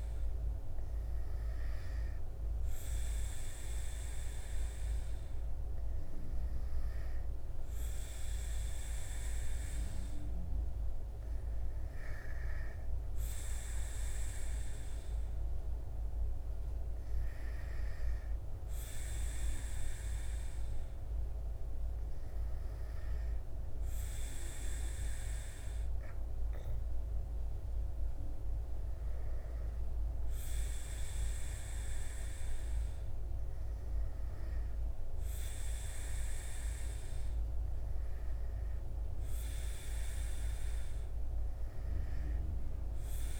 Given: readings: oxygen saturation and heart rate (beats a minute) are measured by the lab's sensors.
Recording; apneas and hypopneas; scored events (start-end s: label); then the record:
breathing in sleep, hard to hear, by a room microphone; none
none scored
From the record:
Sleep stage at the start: N2 (light sleep); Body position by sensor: on the back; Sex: male